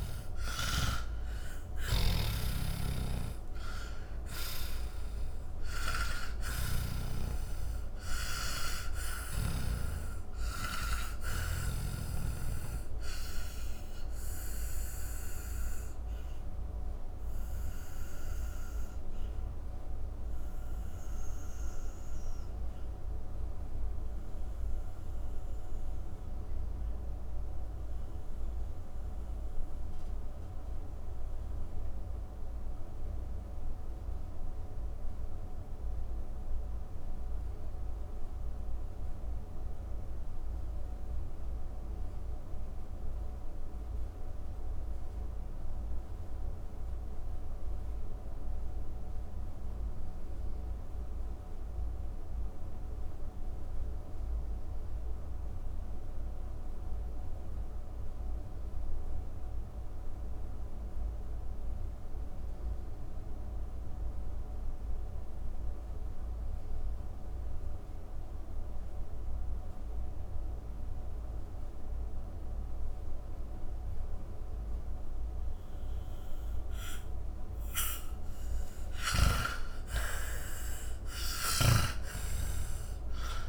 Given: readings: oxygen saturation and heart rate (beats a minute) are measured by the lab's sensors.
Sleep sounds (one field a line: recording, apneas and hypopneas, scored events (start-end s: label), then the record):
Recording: breathing in sleep by a room microphone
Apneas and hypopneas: 1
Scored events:
0.00-2.00 s: arousal
0.00-9.00 s: snoring (device-marked)
0.00-49.50 s: oxygen desaturation (device-marked, oxygen 82% lowest)
12.00-76.00 s: mixed apnea (oxygen 96% before, 79% lowest)
75.50-83.49 s: oxygen desaturation (device-marked, oxygen 97% before, 79% lowest)
78.00-83.49 s: arousal
From the record:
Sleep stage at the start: N2 (light sleep)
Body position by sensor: on the back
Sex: male